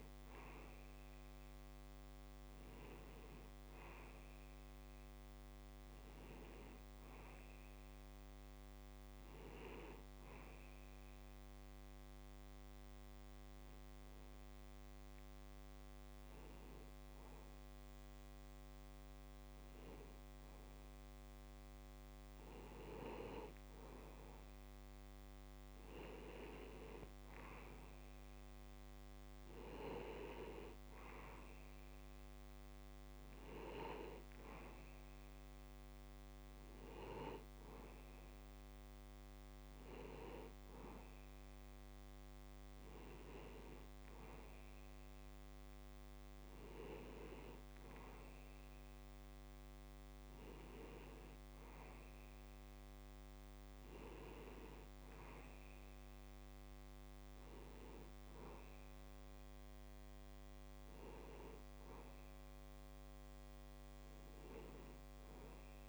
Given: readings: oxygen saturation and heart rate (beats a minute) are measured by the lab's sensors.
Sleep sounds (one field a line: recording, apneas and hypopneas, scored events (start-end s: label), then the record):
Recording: breathing in sleep by a microphone on the trachea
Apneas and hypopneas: 1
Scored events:
4.00-7.50 s: arousal
12.00-23.00 s: hypopnea (oxygen 92% before, 87% lowest, heart rate 70 before, 69 extreme, up 49 after)
25.00-28.50 s: arousal
28.00-46.00 s: oxygen desaturation (device-marked, oxygen 92% before, 87% lowest, heart rate 99 before, 68 extreme)
From the record:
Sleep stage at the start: N2 (light sleep)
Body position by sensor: on the back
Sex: male